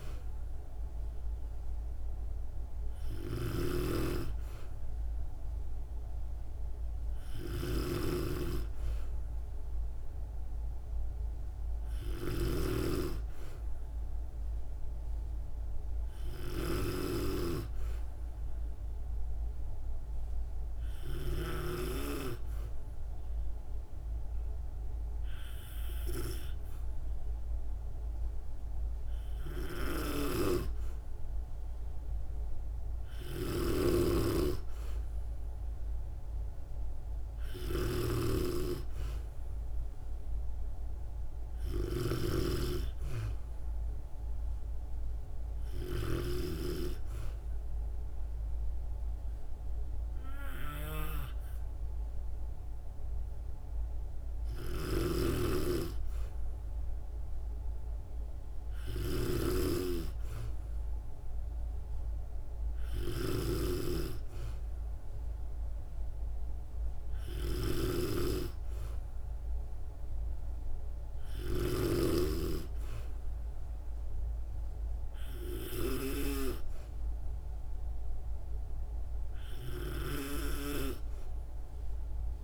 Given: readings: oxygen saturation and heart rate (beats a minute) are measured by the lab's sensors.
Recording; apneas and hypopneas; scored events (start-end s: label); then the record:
breathing in sleep by a room microphone; none
0.00-21.50 s: snoring (device-marked)
29.50-72.00 s: snoring (device-marked)
From the record:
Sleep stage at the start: N2 (light sleep); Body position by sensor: on the back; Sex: female